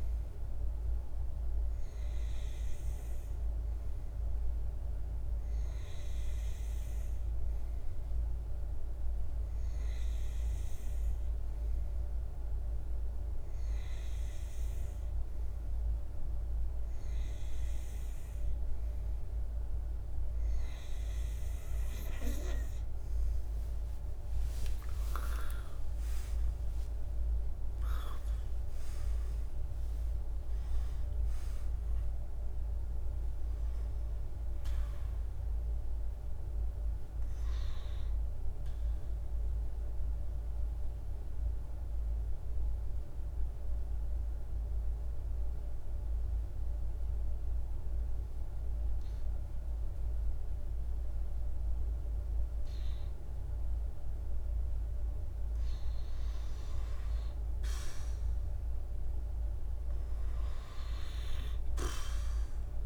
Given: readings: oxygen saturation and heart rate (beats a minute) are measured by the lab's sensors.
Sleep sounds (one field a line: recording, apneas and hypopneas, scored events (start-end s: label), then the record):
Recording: breathing in sleep, hard to hear, by a room microphone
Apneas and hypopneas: 1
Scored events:
23.00-28.00 s: arousal
38.50-53.50 s: mixed apnea (oxygen 94% before, 91% lowest, heart rate 64 before, 51 extreme, up 1 after)
60.00-62.86 s: oxygen desaturation (device-marked, oxygen 97% before, 91% lowest, heart rate 52 before, 50 extreme)
From the record:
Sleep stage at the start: N2 (light sleep)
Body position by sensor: on the back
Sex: male